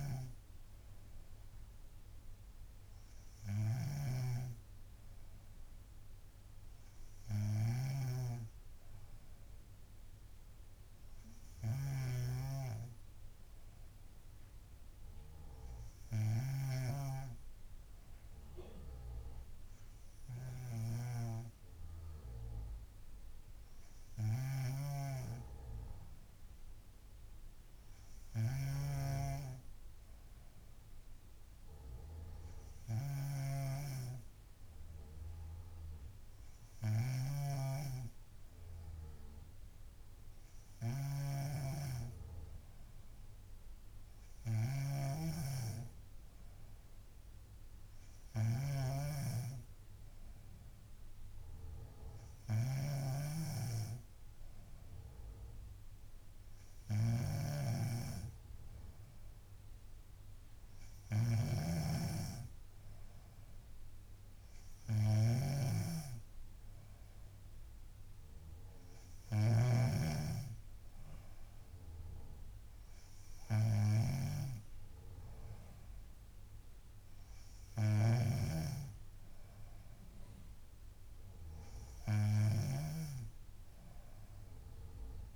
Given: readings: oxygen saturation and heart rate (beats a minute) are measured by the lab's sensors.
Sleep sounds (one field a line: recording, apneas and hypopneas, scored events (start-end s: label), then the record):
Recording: breathing in sleep by a room microphone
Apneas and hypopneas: none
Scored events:
28.50-78.50 s: snoring (device-marked)
From the record:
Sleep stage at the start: N3 (deep sleep)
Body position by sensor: on the back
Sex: female